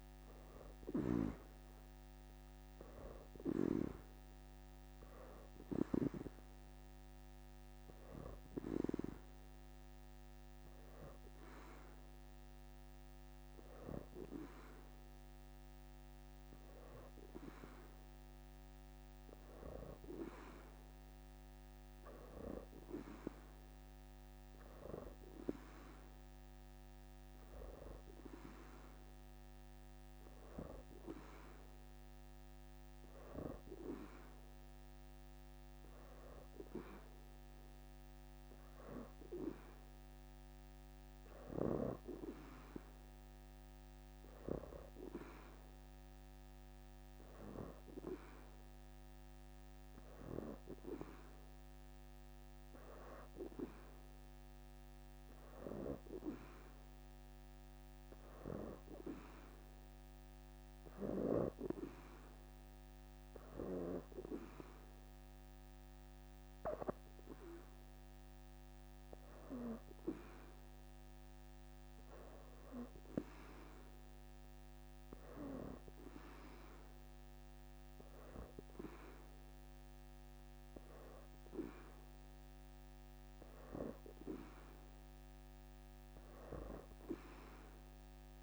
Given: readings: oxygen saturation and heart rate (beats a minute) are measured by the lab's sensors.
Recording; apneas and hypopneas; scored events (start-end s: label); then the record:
breathing in sleep by a microphone on the trachea; none
0.00-1.00 s: oxygen desaturation (device-marked, oxygen 82% lowest, heart rate 81 extreme)
From the record:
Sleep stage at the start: N2 (light sleep); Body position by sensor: on the back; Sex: female